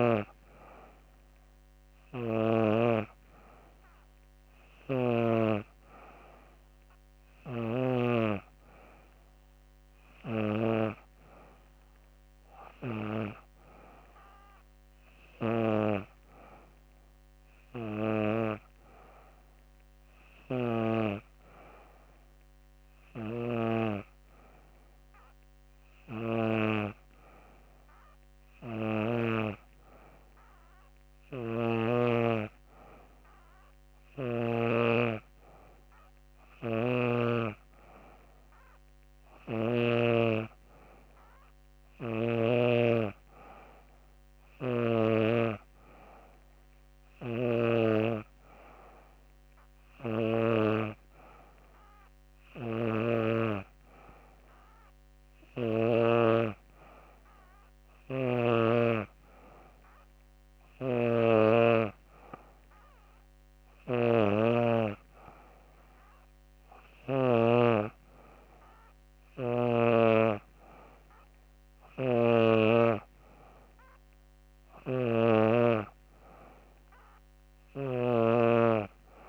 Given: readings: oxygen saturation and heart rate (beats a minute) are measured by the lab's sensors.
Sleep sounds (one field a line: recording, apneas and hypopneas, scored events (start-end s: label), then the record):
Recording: breathing in sleep by a microphone on the trachea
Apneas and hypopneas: none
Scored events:
36.00-42.00 s: snoring (device-marked)
From the record:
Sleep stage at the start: N3 (deep sleep)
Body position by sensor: on the back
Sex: female